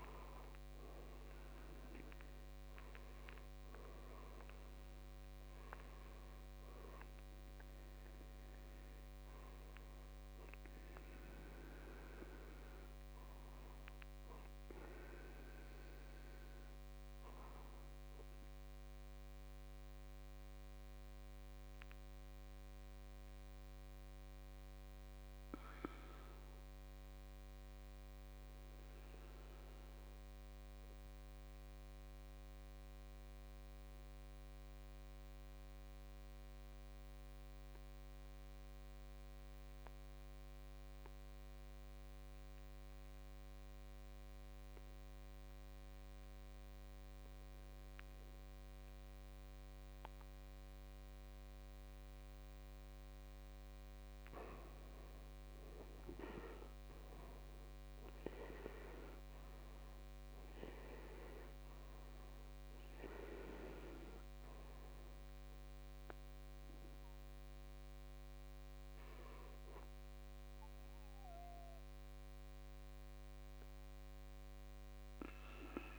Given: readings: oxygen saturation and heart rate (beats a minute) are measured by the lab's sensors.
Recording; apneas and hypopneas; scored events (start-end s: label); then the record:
breathing in sleep by a microphone on the trachea; 1
0.00-27.50 s: oxygen desaturation (device-marked, oxygen 79% lowest, heart rate 48 extreme)
21.50-55.00 s: obstructive apnea (oxygen 96% before, 82% lowest, heart rate 60 before, 48 extreme, up 11 after)
47.50-75.99 s: oxygen desaturation (device-marked, oxygen 99% before, 82% lowest, heart rate 52 before, 52 extreme)
58.00-62.50 s: arousal
From the record:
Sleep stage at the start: N2 (light sleep); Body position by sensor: on the back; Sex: male